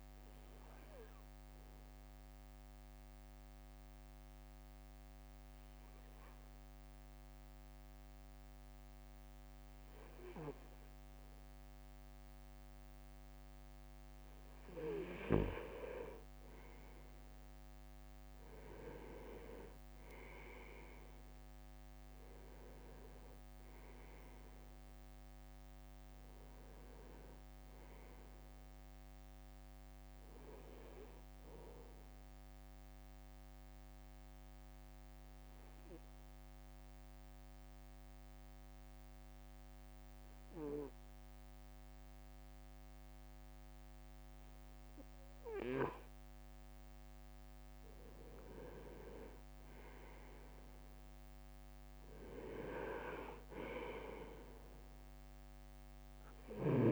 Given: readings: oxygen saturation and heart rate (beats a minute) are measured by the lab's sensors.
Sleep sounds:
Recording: breathing in sleep by a microphone on the trachea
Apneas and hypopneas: 2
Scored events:
1.00-13.50 s: obstructive apnea (oxygen 98% before, 96% lowest, heart rate 58 before, 54 extreme, up 5 after)
16.50-18.00 s: leg movement (device-marked)
18.00-22.00 s: leg movement (device-marked)
18.50-23.50 s: arousal
18.50-31.50 s: drop in pulse transit time (device-marked, heart rate 56 before, 55 extreme)
33.00-47.50 s: obstructive apnea (oxygen 98% before, 96% lowest, heart rate 58 before, 52 extreme, up 3 after)
47.00-48.50 s: leg movement (device-marked)
48.50-56.92 s: drop in pulse transit time (device-marked, heart rate 56 before, 53 extreme)
49.00-52.00 s: arousal
From the record:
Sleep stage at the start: N2 (light sleep)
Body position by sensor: on the right side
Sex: male

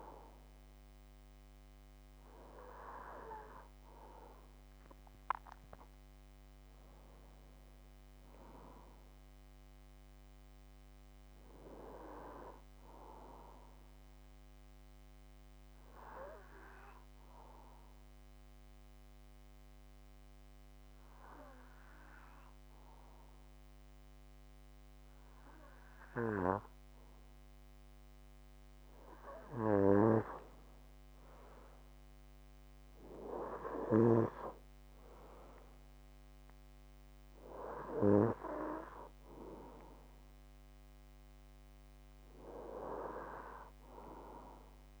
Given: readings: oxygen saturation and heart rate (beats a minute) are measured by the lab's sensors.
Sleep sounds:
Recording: breathing in sleep by a microphone on the trachea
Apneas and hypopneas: 1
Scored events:
0.00-14.00 s: oxygen desaturation (device-marked, oxygen 90% lowest)
14.50-29.00 s: obstructive apnea (oxygen 96% before, 91% lowest)
31.00-35.00 s: arousal
35.00-45.00 s: oxygen desaturation (device-marked, oxygen 96% before, 91% lowest)
From the record:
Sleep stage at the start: N2 (light sleep)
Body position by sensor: on the back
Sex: male

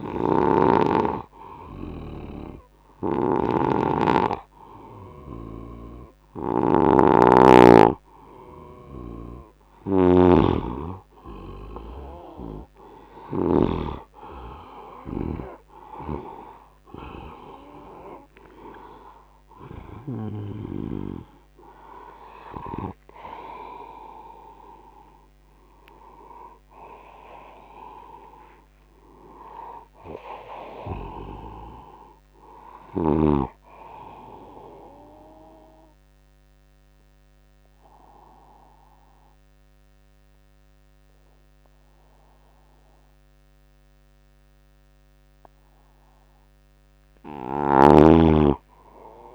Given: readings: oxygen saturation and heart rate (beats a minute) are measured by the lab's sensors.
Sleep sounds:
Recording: breathing in sleep by a microphone on the trachea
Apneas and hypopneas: 1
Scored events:
0.00-13.50 s: snoring (device-marked)
15.50-20.00 s: snoring (device-marked)
23.50-28.50 s: arousal
34.00-45.00 s: obstructive apnea (oxygen 97% before, 88% lowest, heart rate 88 before, 70 extreme, up 5 after)
46.50-49.00 s: arousal
From the record:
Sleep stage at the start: N2 (light sleep)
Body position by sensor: on the right side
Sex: male

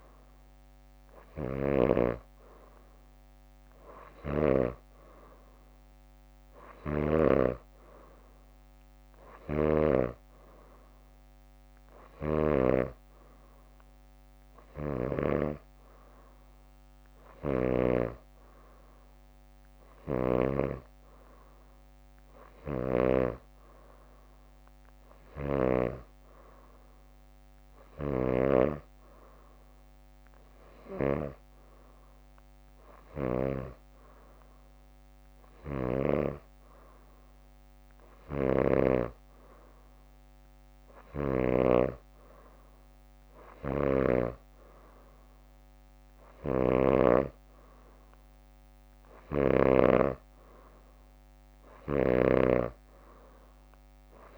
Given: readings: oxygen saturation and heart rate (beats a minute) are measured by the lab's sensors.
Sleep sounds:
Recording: breathing in sleep by a microphone on the trachea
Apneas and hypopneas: none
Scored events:
0.00-2.00 s: snoring (device-marked)
4.00-7.50 s: snoring (device-marked)
9.00-10.00 s: leg movement (device-marked)
12.00-15.50 s: snoring (device-marked)
22.50-28.50 s: snoring (device-marked)
25.00-29.00 s: leg movement (device-marked)
43.50-50.00 s: snoring (device-marked)
From the record:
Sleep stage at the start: N2 (light sleep)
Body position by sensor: on the back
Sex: female

